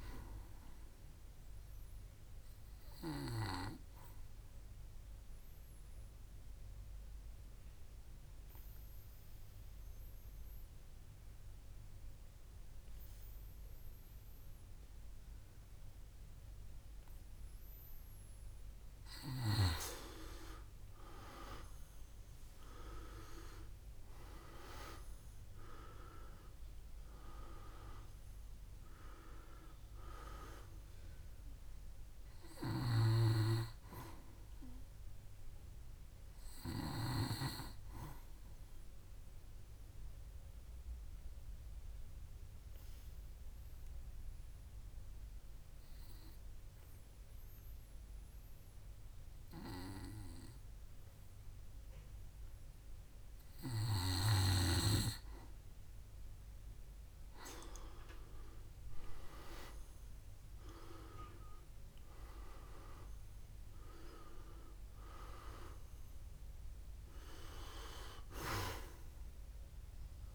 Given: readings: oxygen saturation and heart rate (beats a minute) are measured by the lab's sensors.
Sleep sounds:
breathing in sleep by a room microphone; 2
0.00-19.00 s: oxygen desaturation (device-marked, oxygen 92% lowest, heart rate 59 extreme)
3.50-18.50 s: obstructive apnea (oxygen 98% before, 91% lowest, heart rate 65 before, 59 extreme, up 7 after)
21.00-25.00 s: arousal
29.00-50.00 s: oxygen desaturation (device-marked, oxygen 98% before, 91% lowest, heart rate 66 before, 59 extreme)
39.00-54.50 s: obstructive apnea (oxygen 98% before, 89% lowest, heart rate 67 before, 59 extreme, up 3 after)
58.00-62.00 s: arousal
65.00-70.35 s: oxygen desaturation (device-marked, oxygen 98% before, 91% lowest, heart rate 64 before, 59 extreme)
From the record:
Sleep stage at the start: N2 (light sleep); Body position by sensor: on the back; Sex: male

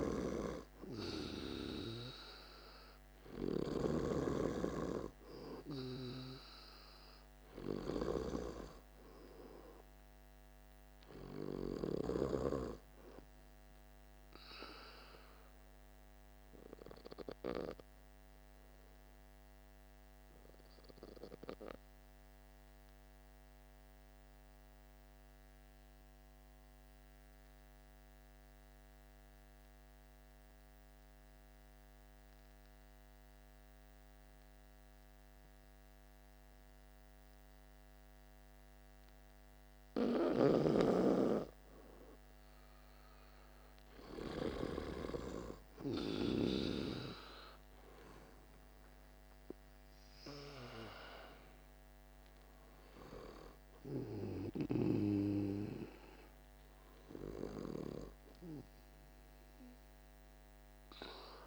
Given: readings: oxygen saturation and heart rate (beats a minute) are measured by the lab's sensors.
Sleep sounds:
breathing in sleep by a microphone on the trachea; 1
0.00-12.00 s: snoring (device-marked)
0.00-20.00 s: oxygen desaturation (device-marked, oxygen 90% lowest, heart rate 48 extreme)
24.00-39.00 s: obstructive apnea (oxygen 98% before, 89% lowest, heart rate 53 before, 48 extreme, up 5 after)
38.00-61.47 s: oxygen desaturation (device-marked, oxygen 98% before, 89% lowest, heart rate 48 before, 48 extreme)
40.00-44.50 s: snoring (device-marked)
43.50-47.50 s: arousal
From the record:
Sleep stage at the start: N2 (light sleep); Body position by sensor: on the back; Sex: male

